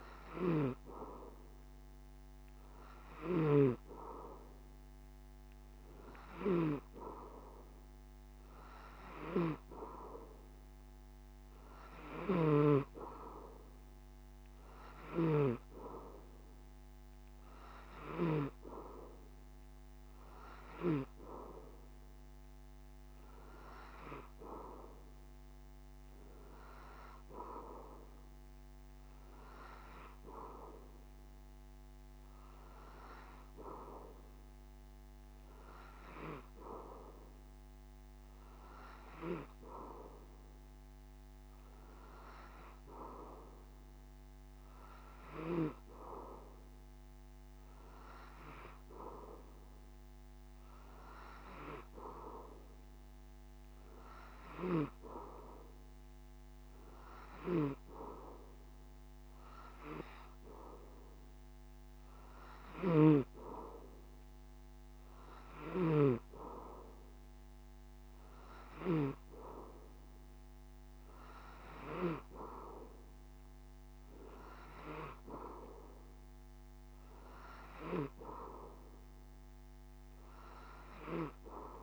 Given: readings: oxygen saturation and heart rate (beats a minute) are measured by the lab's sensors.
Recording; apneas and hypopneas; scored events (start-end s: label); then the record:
breathing in sleep by a microphone on the trachea; none
12.00-15.50 s: snoring (device-marked)
62.50-66.00 s: snoring (device-marked)
From the record:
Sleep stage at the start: N3 (deep sleep); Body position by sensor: on the back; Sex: male